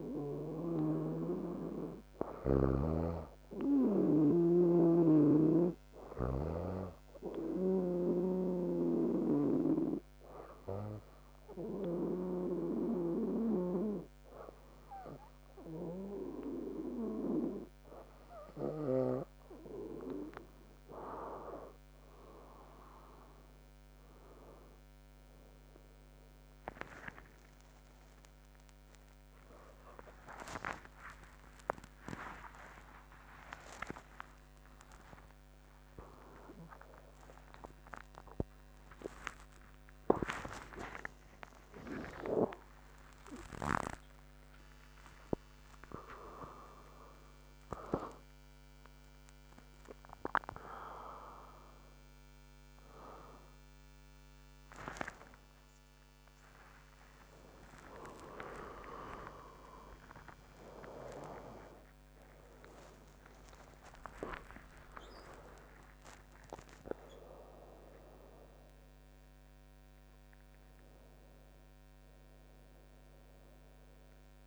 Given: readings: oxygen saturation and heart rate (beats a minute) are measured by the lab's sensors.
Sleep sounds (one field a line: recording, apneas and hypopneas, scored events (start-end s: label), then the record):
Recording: a person awake in a sleep study, by a microphone on the trachea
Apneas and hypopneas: none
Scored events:
29.50-31.50 s: long interval between heartbeats (device-marked, heart rate 75 before, 81 extreme)
31.00-36.00 s: oxygen desaturation (device-marked, oxygen 97% before, 93% lowest, heart rate 76 before, 66 extreme)
31.50-33.50 s: long interval between heartbeats (device-marked, heart rate 76 before, 119 extreme)
38.00-40.00 s: long interval between heartbeats (device-marked, heart rate 107 before, 166 extreme)
40.50-42.50 s: long interval between heartbeats (device-marked, heart rate 117 before, 175 extreme)
42.50-44.50 s: long interval between heartbeats (device-marked, heart rate 127 before, 184 extreme)
46.50-48.50 s: long interval between heartbeats (device-marked, heart rate 147 before, 107 extreme)
58.50-60.50 s: long interval between heartbeats (device-marked, heart rate 123 before, 98 extreme)
60.50-62.50 s: long interval between heartbeats (device-marked, heart rate 117 before, 130 extreme)
64.50-66.50 s: long interval between heartbeats (device-marked, heart rate 107 before, 128 extreme)
69.00-74.47 s: new sleep stage, N1 (lightest sleep)
From the record:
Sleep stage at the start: awake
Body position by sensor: on the back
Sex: female